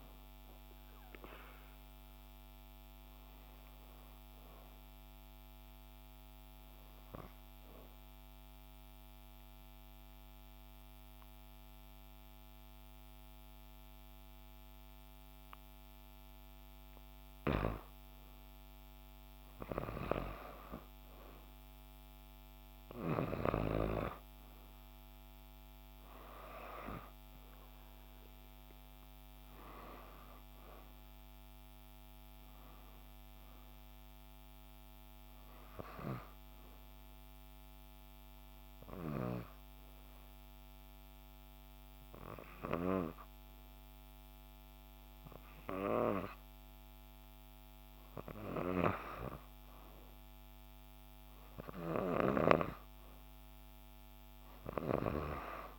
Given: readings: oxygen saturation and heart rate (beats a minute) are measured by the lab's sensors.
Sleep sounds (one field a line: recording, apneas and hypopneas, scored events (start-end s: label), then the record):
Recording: breathing in sleep by a microphone on the trachea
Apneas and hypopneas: 2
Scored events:
0.00-13.00 s: oxygen desaturation (device-marked, oxygen 90% lowest, heart rate 59 extreme)
7.50-18.50 s: obstructive apnea (oxygen 96% before, 90% lowest, heart rate 60 before, 59 extreme, up 2 after)
22.00-26.50 s: arousal
30.00-47.00 s: oxygen desaturation (device-marked, oxygen 95% before, 90% lowest, heart rate 60 before, 60 extreme)
37.50-48.50 s: obstructive apnea (oxygen 95% before, 90% lowest, heart rate 60 before, 60 extreme, up 1 after)
50.00-53.00 s: arousal
From the record:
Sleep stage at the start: N2 (light sleep)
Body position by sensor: on the right side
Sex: female